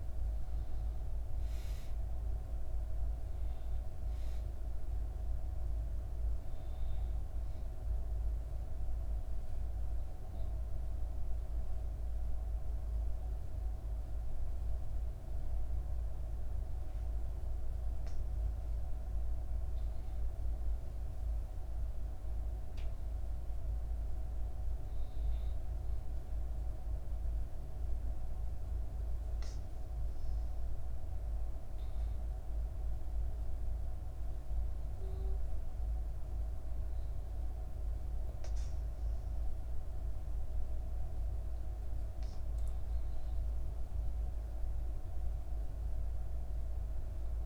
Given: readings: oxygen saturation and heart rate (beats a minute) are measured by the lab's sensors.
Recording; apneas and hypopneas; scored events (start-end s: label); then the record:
breathing in sleep, hard to hear, by a room microphone; 2
0.00-20.00 s: oxygen desaturation (device-marked, oxygen 87% lowest, heart rate 58 extreme)
8.50-19.50 s: obstructive apnea (oxygen 99% before, 87% lowest, heart rate 63 before, 58 extreme, up 6 after)
20.50-23.50 s: arousal
32.50-42.50 s: obstructive apnea (oxygen 98% before, 92% lowest, heart rate 61 before, 59 extreme, up 5 after)
44.00-47.46 s: arousal
46.00-47.46 s: oxygen desaturation (device-marked, oxygen 96% before, 92% lowest, heart rate 61 before, 59 extreme)
From the record:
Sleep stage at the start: N2 (light sleep); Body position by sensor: on the back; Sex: female